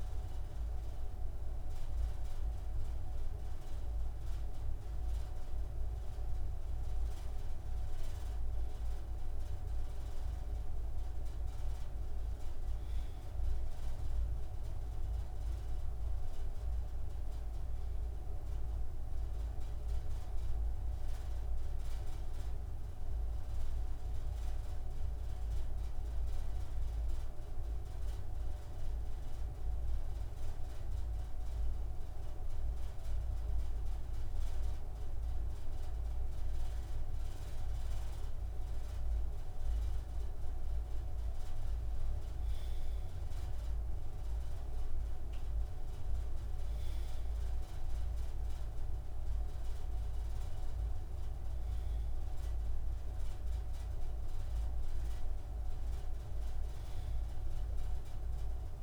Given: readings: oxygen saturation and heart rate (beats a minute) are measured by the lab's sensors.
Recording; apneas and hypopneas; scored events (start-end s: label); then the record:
breathing in sleep, hard to hear, by a room microphone; 1
16.50-20.00 s: arousal
23.00-37.50 s: hypopnea (oxygen 97% before, 95% lowest)
39.00-43.00 s: arousal
From the record:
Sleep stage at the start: N2 (light sleep); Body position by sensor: on the right side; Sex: male